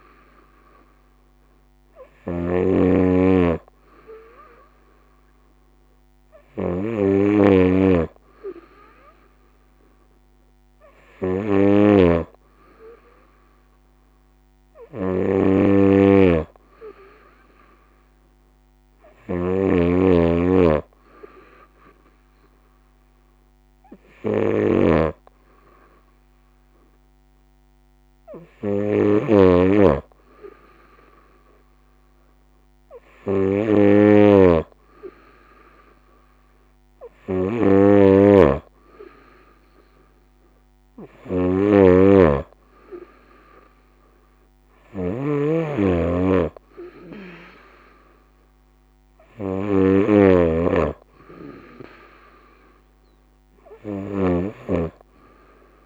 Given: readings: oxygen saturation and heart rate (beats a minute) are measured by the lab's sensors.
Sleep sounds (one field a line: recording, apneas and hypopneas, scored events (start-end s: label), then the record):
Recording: breathing in sleep by a microphone on the trachea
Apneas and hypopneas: none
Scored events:
0.00-55.86 s: snoring (device-marked)
From the record:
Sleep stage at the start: N2 (light sleep)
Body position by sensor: on the right side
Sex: female